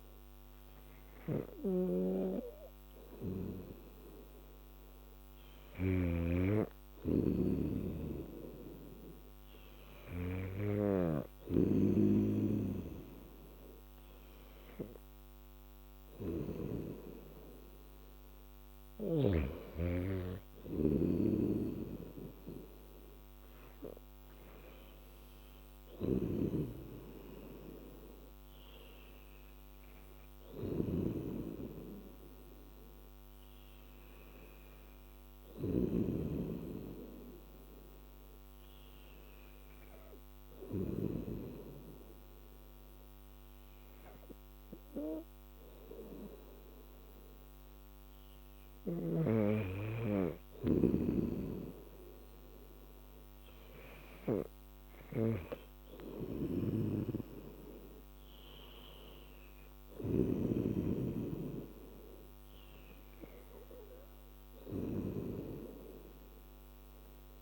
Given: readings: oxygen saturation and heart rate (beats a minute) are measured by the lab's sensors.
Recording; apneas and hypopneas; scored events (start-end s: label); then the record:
breathing in sleep by a microphone on the trachea; 1
0.00-17.00 s: snoring (device-marked)
26.00-41.50 s: snoring (device-marked)
35.00-49.00 s: hypopnea (oxygen 96% before, 93% lowest, heart rate 82 before, 77 extreme, up 8 after)
49.00-60.50 s: snoring (device-marked)
51.50-55.00 s: arousal
54.00-67.42 s: oxygen desaturation (device-marked, oxygen 97% before, 93% lowest, heart rate 77 before, 77 extreme)
From the record:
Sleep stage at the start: N2 (light sleep); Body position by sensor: on the back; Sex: female